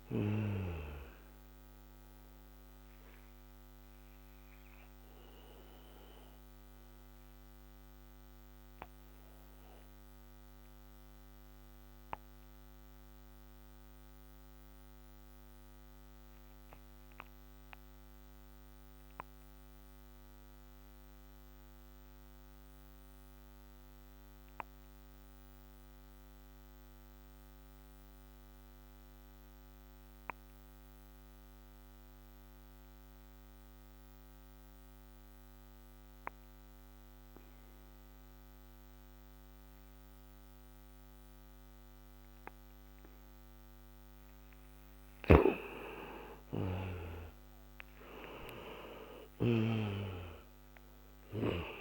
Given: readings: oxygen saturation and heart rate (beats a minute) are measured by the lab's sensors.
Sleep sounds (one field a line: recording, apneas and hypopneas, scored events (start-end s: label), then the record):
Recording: breathing in sleep by a microphone on the trachea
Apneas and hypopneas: 1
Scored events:
2.00-25.00 s: oxygen desaturation (device-marked, oxygen 96% before, 85% lowest, heart rate 67 before, 55 extreme)
3.50-44.00 s: obstructive apnea (oxygen 99% before, 85% lowest, heart rate 67 before, 55 extreme, up 10 after)
46.00-50.50 s: arousal
From the record:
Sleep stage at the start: N2 (light sleep)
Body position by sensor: on the back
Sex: male